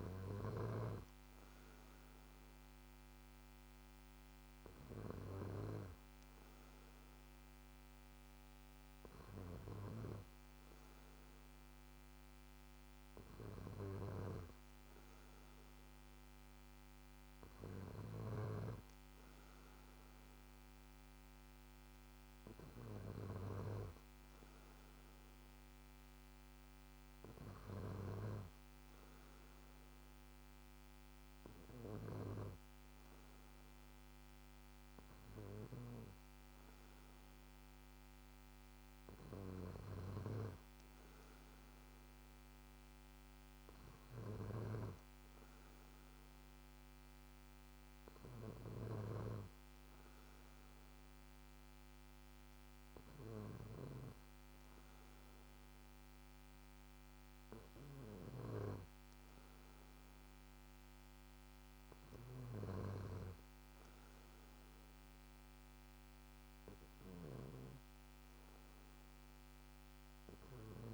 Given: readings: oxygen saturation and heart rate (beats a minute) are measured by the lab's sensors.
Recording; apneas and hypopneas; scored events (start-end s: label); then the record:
breathing in sleep by a microphone on the trachea; none
48.50-58.50 s: snoring (device-marked)
From the record:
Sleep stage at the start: N2 (light sleep); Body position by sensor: on the back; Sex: male